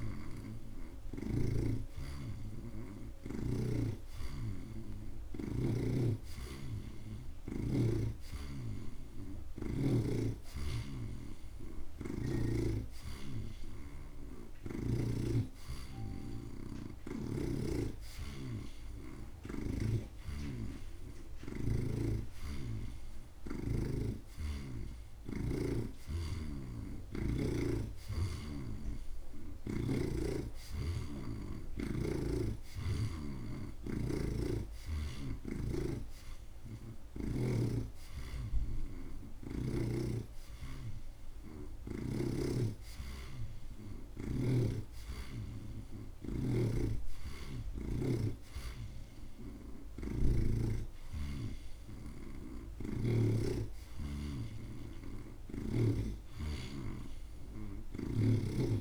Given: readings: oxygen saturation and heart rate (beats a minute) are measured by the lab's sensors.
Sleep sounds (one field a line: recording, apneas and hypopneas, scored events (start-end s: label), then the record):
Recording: breathing in sleep by a room microphone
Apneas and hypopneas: none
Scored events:
8.50-12.50 s: snoring (device-marked)
17.00-33.00 s: oxygen desaturation (device-marked, oxygen 83% before, 79% lowest)
40.00-52.00 s: oxygen desaturation (device-marked, oxygen 83% before, 79% lowest)
47.00-53.50 s: snoring (device-marked)
From the record:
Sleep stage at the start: N2 (light sleep)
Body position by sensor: on the right side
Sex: male